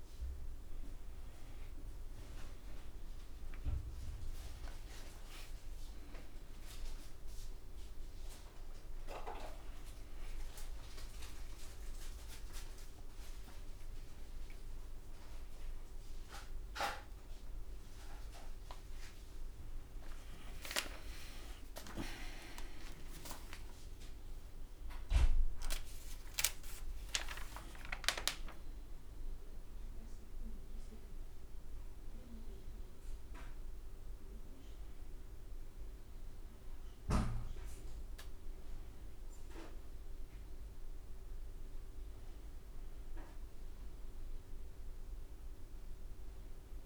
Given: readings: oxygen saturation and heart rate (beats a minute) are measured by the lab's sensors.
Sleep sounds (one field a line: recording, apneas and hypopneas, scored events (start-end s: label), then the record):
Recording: a person awake in a sleep study, by a room microphone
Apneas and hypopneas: none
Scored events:
15.50-17.50 s: long interval between heartbeats (device-marked)
38.50-40.50 s: long interval between heartbeats (device-marked)
From the record:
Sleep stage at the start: awake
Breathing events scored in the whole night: 295 in 3.7 hours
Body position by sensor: on the right side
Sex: male